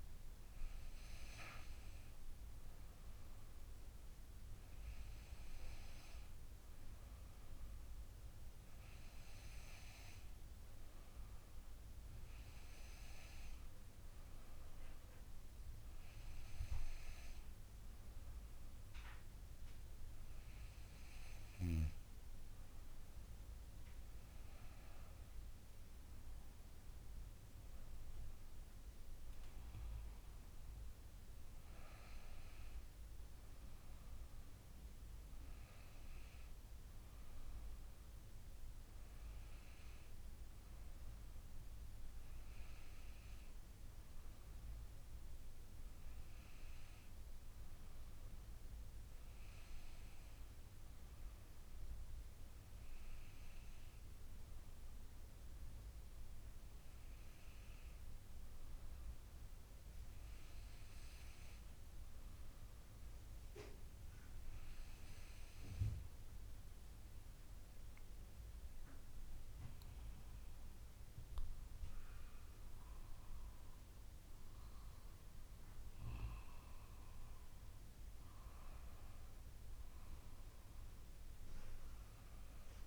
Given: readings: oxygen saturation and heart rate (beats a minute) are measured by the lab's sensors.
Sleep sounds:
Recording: breathing in sleep, hard to hear, by a room microphone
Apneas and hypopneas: none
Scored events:
none scored
From the record:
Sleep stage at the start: N2 (light sleep)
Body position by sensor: on the back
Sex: female

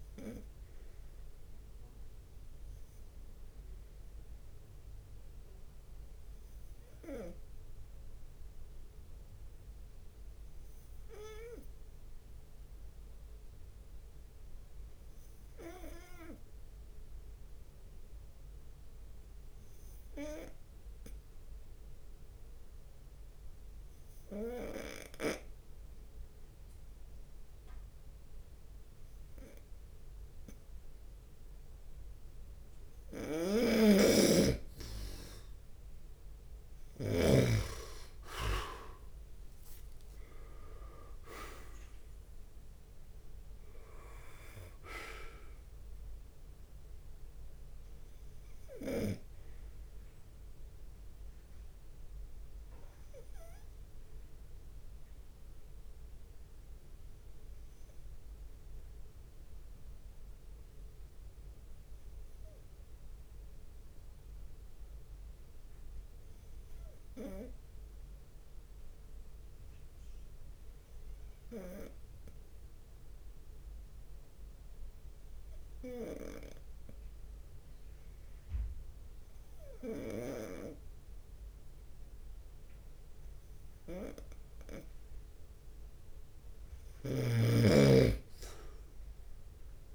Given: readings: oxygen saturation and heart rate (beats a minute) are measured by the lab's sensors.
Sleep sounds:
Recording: breathing in sleep by a room microphone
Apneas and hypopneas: 2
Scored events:
0.00-16.00 s: oxygen desaturation (device-marked, oxygen 94% lowest)
0.00-17.00 s: bradycardia (device-marked)
5.00-31.50 s: obstructive apnea (oxygen 98% before, 91% lowest)
21.50-22.50 s: leg movement (device-marked)
27.00-28.50 s: leg movement (device-marked)
28.00-65.00 s: oxygen desaturation (device-marked, oxygen 98% before, 91% lowest)
28.50-30.00 s: leg movement (device-marked)
31.00-83.00 s: bradycardia (device-marked)
33.50-37.50 s: snoring (device-marked)
34.50-36.50 s: long interval between heartbeats (device-marked)
35.50-40.00 s: arousal
37.00-38.00 s: leg movement (device-marked)
40.50-42.50 s: long interval between heartbeats (device-marked)
54.00-85.50 s: obstructive apnea (oxygen 97% before, 91% lowest)
59.00-62.00 s: leg movement (device-marked)
77.50-79.50 s: leg movement (device-marked)
85.00-89.95 s: oxygen desaturation (device-marked, oxygen 98% before, 92% lowest)
88.00-89.95 s: arousal
88.00-89.95 s: long interval between heartbeats (device-marked)
From the record:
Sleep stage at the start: N2 (light sleep)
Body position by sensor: on the right side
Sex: male

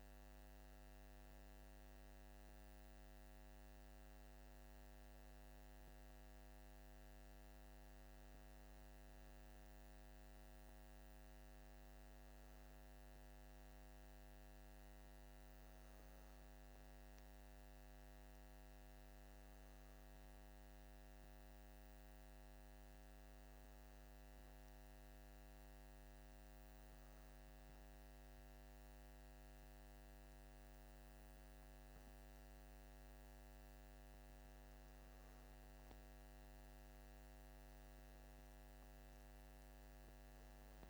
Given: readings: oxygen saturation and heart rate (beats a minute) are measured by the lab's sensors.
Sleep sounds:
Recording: breathing in sleep, hard to hear, by a microphone on the trachea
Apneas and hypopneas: none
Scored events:
none scored
From the record:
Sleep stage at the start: N2 (light sleep)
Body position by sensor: on the back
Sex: male

